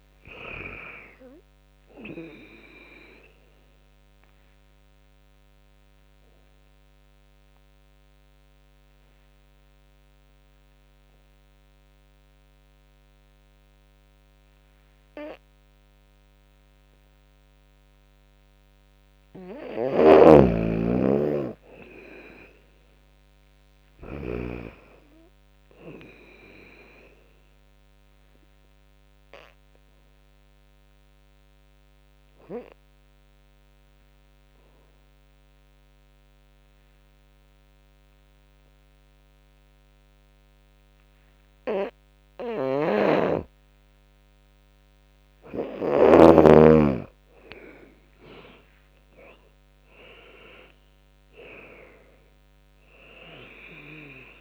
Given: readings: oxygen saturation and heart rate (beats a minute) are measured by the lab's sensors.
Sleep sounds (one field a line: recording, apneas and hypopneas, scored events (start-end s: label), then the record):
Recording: breathing in sleep by a microphone on the trachea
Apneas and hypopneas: 2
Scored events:
0.00-9.00 s: drop in pulse transit time (device-marked, heart rate 69 extreme)
3.00-18.00 s: obstructive apnea (oxygen 99% before, 92% lowest, heart rate 74 before, 61 extreme, up 23 after)
4.00-21.00 s: oxygen desaturation (device-marked, oxygen 98% before, 92% lowest, heart rate 74 before, 61 extreme)
19.50-24.00 s: snoring (device-marked)
20.50-23.50 s: arousal
22.00-33.00 s: drop in pulse transit time (device-marked, heart rate 72 before, 73 extreme)
27.00-42.00 s: oxygen desaturation (device-marked, oxygen 98% before, 93% lowest, heart rate 72 before, 66 extreme)
27.50-44.00 s: obstructive apnea (oxygen 98% before, 93% lowest, heart rate 72 before, 66 extreme, up 23 after)
47.50-51.50 s: arousal
48.00-54.41 s: drop in pulse transit time (device-marked, heart rate 73 before, 77 extreme)
50.00-54.41 s: oxygen desaturation (device-marked, oxygen 99% before, 94% lowest, heart rate 73 before, 68 extreme)
From the record:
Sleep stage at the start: N2 (light sleep)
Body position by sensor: on the back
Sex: female